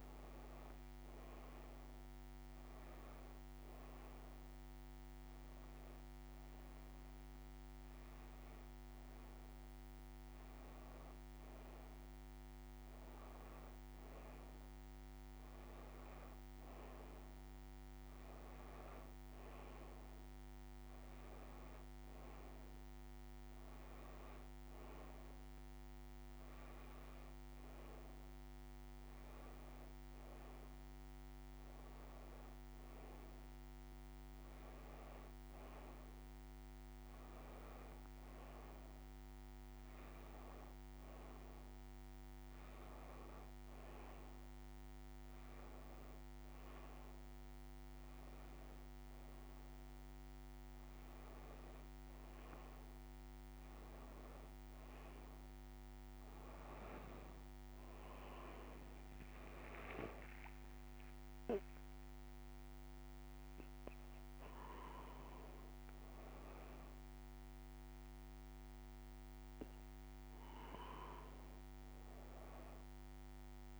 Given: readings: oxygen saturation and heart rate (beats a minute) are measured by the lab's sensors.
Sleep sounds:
breathing in sleep, hard to hear, by a microphone on the trachea; none
none scored
From the record:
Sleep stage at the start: N2 (light sleep); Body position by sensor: on the back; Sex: female

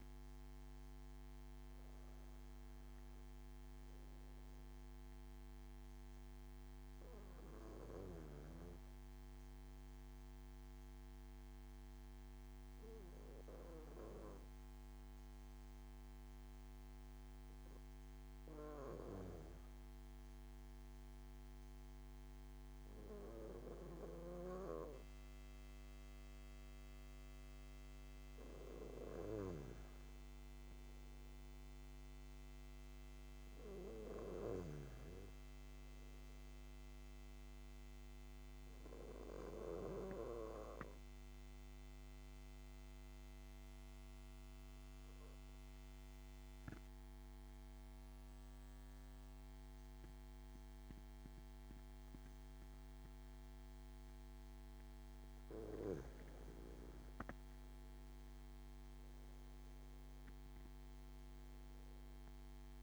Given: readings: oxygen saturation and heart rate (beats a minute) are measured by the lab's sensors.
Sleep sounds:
breathing in sleep by a microphone on the trachea; 2
0.00-1.00 s: arousal
9.50-19.50 s: obstructive apnea (oxygen 95% before, 90% lowest)
23.00-28.00 s: arousal
38.50-54.50 s: obstructive apnea (oxygen 95% before, 90% lowest)
56.00-59.00 s: arousal
58.50-62.82 s: oxygen desaturation (device-marked, oxygen 95% before, 90% lowest)
From the record:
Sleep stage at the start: N2 (light sleep); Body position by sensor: on the back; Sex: male

